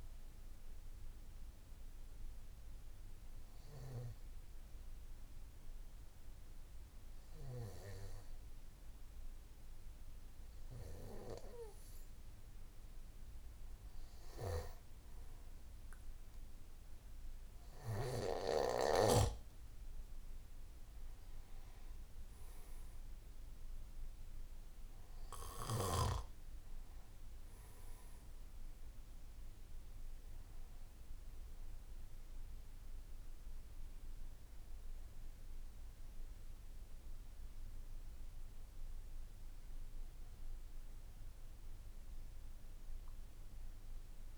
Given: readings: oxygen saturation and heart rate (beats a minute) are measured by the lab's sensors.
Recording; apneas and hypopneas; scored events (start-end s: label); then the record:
breathing in sleep by a room microphone; 1
0.00-3.50 s: oxygen desaturation (device-marked, oxygen 88% lowest, heart rate 54 extreme)
2.00-14.00 s: obstructive apnea (oxygen 97% before, 93% lowest, heart rate 57 before, 54 extreme, up 1 after)
From the record:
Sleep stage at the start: N1 (lightest sleep); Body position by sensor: on the back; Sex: male